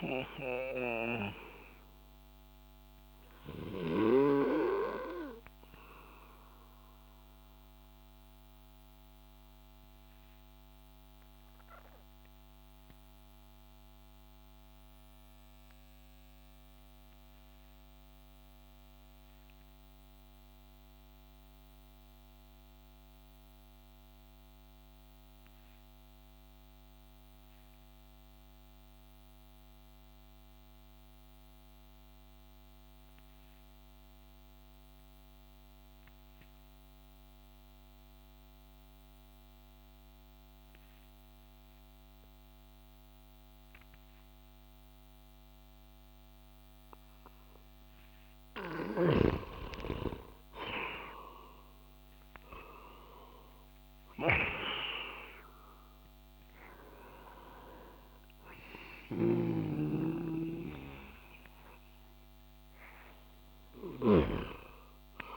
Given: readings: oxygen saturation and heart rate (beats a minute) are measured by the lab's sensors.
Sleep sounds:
breathing in sleep by a microphone on the trachea; 1
0.00-3.50 s: snoring (device-marked)
0.00-9.50 s: oxygen desaturation (device-marked, oxygen 92% lowest)
3.50-47.50 s: obstructive apnea (oxygen 98% before, 88% lowest)
42.50-65.36 s: oxygen desaturation (device-marked, oxygen 98% before, 88% lowest)
48.50-64.00 s: snoring (device-marked)
49.50-53.50 s: arousal
From the record:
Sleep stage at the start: N2 (light sleep); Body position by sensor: on the back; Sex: male

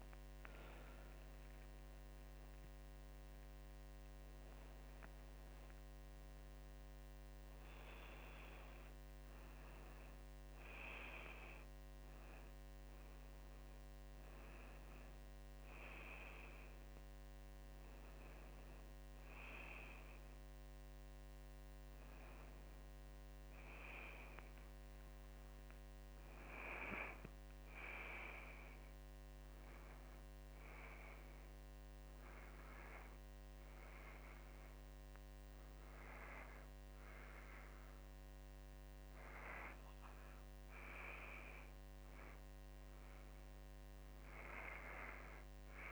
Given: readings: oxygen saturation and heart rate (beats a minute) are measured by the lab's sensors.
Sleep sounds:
breathing in sleep by a microphone on the trachea; none
none scored
From the record:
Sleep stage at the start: N2 (light sleep); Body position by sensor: on the back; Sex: female

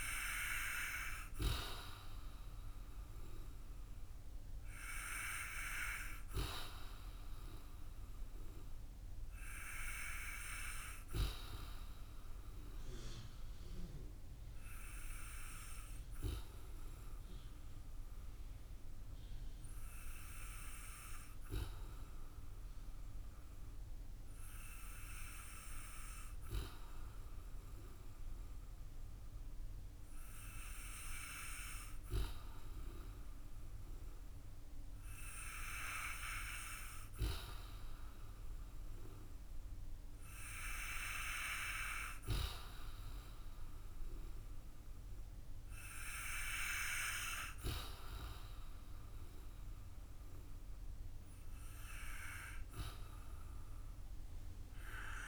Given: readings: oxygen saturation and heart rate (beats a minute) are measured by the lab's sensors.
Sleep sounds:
breathing in sleep by a room microphone; none
none scored
From the record:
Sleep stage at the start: N2 (light sleep); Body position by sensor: on the back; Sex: male

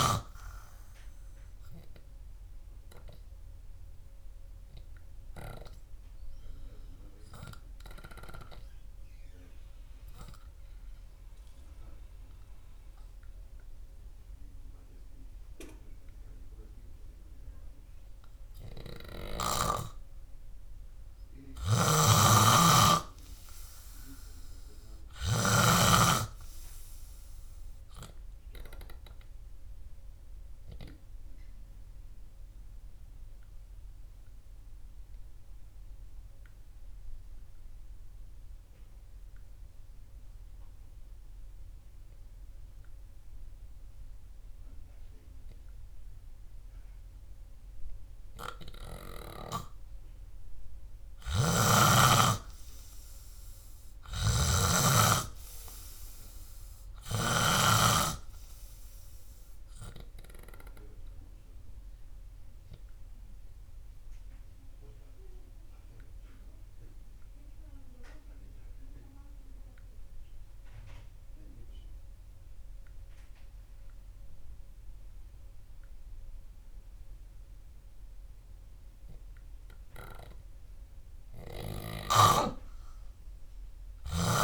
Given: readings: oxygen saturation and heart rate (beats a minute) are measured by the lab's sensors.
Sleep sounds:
breathing in sleep by a room microphone; 3
0.00-3.00 s: arousal
10.00-20.00 s: obstructive apnea (oxygen 97% before, 93% lowest, heart rate 63 before, 59 extreme, up 4 after)
22.50-26.50 s: snoring (device-marked)
27.50-32.00 s: arousal
31.00-46.00 s: oxygen desaturation (device-marked, oxygen 96% before, 93% lowest, heart rate 64 before, 61 extreme)
37.50-49.50 s: obstructive apnea (oxygen 96% before, 93% lowest, heart rate 65 before, 61 extreme, up 5 after)
51.50-55.00 s: arousal
51.50-58.00 s: snoring (device-marked)
63.50-79.00 s: obstructive apnea (oxygen 97% before, 93% lowest, heart rate 65 before, 59 extreme)
80.00-84.44 s: oxygen desaturation (device-marked, oxygen 97% before, 93% lowest, heart rate 67 before, 57 extreme)
82.50-84.44 s: arousal
From the record:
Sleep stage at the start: N3 (deep sleep); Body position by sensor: on the back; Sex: male

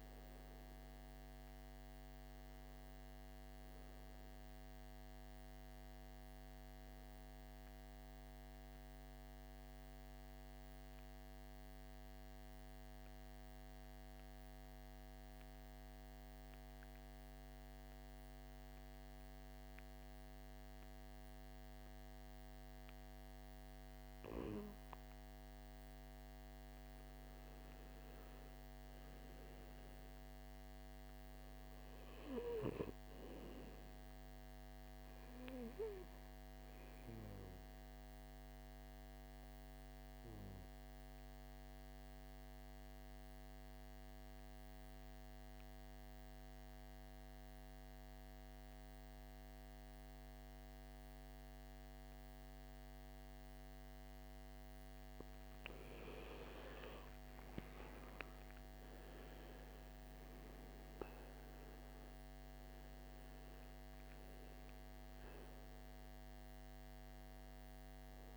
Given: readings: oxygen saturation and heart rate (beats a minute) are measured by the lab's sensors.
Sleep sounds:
breathing in sleep by a microphone on the trachea; 2
0.00-10.00 s: oxygen desaturation (device-marked, oxygen 84% lowest, heart rate 52 extreme)
8.50-23.50 s: central apnea (oxygen 98% before, 86% lowest, heart rate 69 before, 52 extreme, up 7 after)
25.50-30.00 s: arousal
35.00-49.00 s: oxygen desaturation (device-marked, oxygen 98% before, 92% lowest, heart rate 57 before, 57 extreme)
40.50-55.00 s: obstructive apnea (oxygen 99% before, 86% lowest, heart rate 59 before, 53 extreme, up 16 after)
57.50-62.00 s: arousal
61.00-68.37 s: oxygen desaturation (device-marked, oxygen 96% before, 86% lowest, heart rate 62 before, 53 extreme)
From the record:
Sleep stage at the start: N2 (light sleep); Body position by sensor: on the back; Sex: male

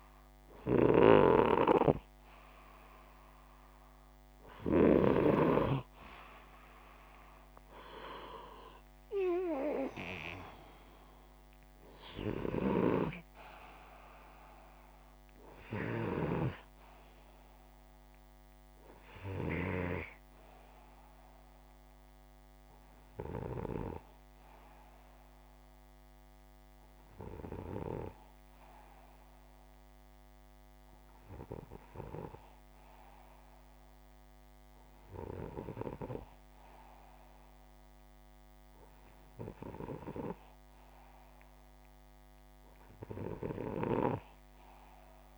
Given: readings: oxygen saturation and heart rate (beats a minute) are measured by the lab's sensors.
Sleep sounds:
breathing in sleep by a microphone on the trachea; none
0.00-11.50 s: oxygen desaturation (device-marked, oxygen 93% lowest, heart rate 156 extreme)
From the record:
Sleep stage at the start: N2 (light sleep); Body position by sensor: upright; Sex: male

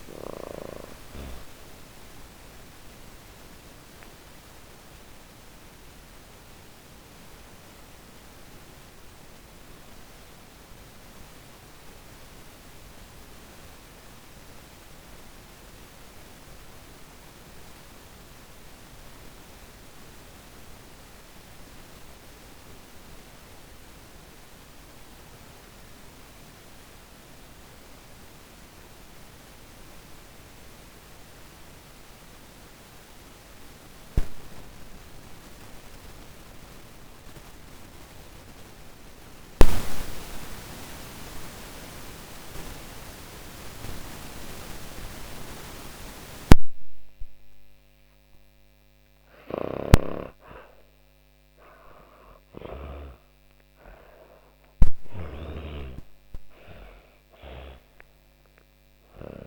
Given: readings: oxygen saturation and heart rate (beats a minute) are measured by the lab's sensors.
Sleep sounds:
breathing in sleep by a microphone on the trachea; 1
0.00-23.00 s: oxygen desaturation (device-marked, oxygen 75% lowest)
2.50-48.00 s: obstructive apnea (oxygen 98% before, 73% lowest)
39.00-59.47 s: oxygen desaturation (device-marked, oxygen 98% before, 73% lowest)
48.00-51.50 s: snoring (device-marked)
50.00-55.00 s: arousal
From the record:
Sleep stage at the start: N2 (light sleep); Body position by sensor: on the back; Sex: female

